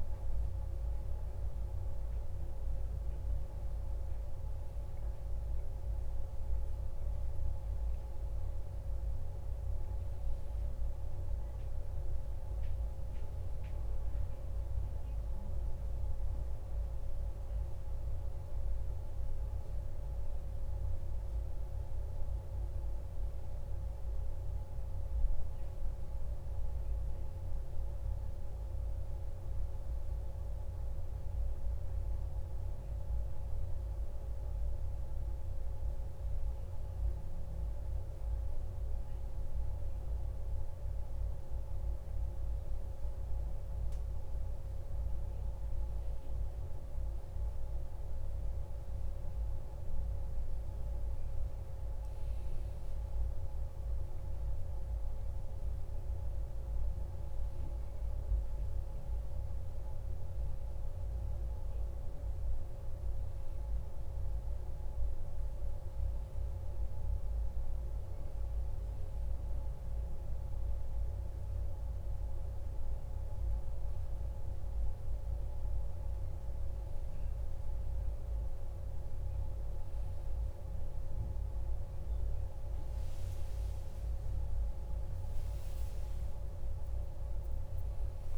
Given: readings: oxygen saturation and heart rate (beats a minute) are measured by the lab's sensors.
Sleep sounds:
a person awake in a sleep study, hard to hear, by a room microphone; none
none scored
From the record:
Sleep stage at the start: awake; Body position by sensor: on the back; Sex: male

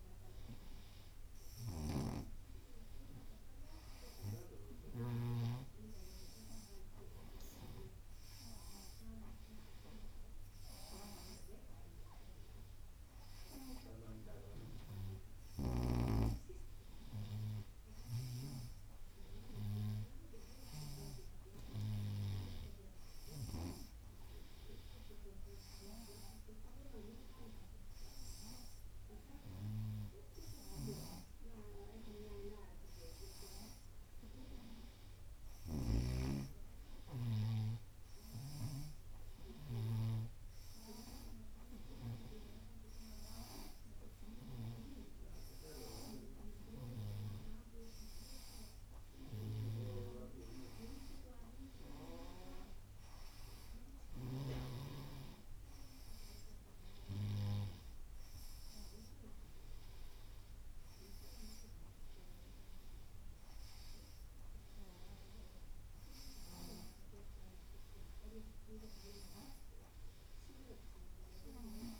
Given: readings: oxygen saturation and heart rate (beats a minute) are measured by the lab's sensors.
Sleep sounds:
breathing in sleep by a room microphone; none
0.00-5.50 s: snoring (device-marked)
From the record:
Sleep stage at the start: N2 (light sleep); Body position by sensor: on the right side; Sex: female

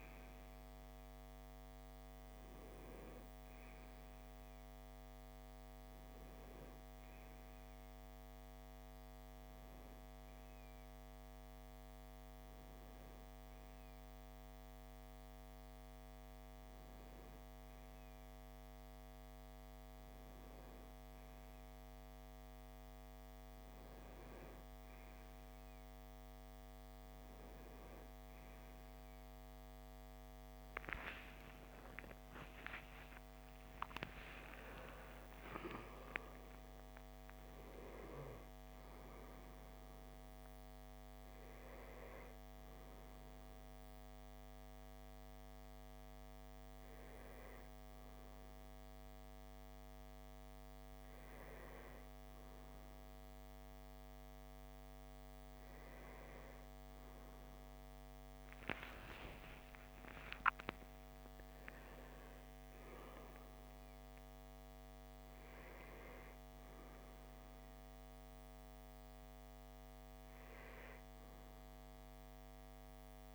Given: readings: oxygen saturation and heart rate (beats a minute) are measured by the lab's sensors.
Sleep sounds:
a person awake in a sleep study, hard to hear, by a microphone on the trachea; none
30.50-34.00 s: arousal
From the record:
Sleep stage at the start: awake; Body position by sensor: on the right side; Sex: male

